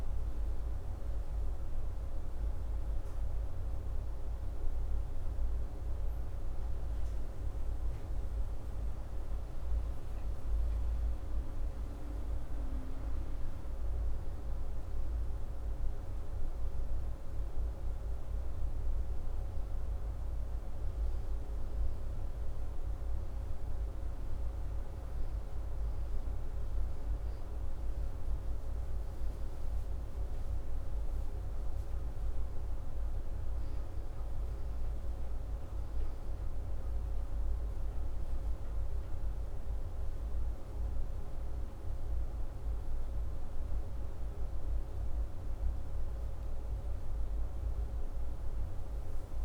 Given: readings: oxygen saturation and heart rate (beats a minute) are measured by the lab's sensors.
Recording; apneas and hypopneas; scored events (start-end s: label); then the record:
a person awake in a sleep study, hard to hear, by a room microphone; none
none scored
From the record:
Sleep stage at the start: awake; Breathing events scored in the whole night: 122 in 5.9 hours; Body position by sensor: upright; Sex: male